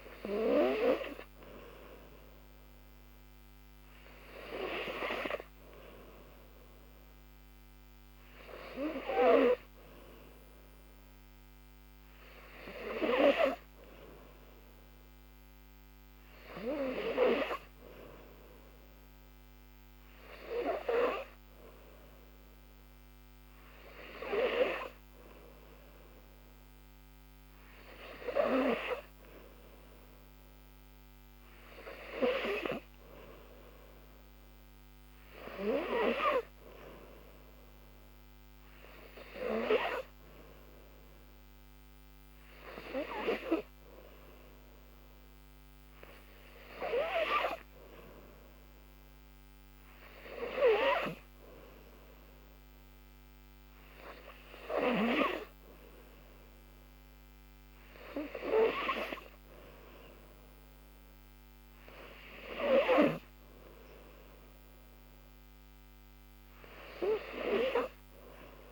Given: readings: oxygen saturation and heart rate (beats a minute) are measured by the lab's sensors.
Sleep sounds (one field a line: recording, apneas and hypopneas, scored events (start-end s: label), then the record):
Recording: breathing in sleep by a microphone on the trachea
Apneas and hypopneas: none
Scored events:
none scored
From the record:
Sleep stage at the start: N3 (deep sleep)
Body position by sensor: on the back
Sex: female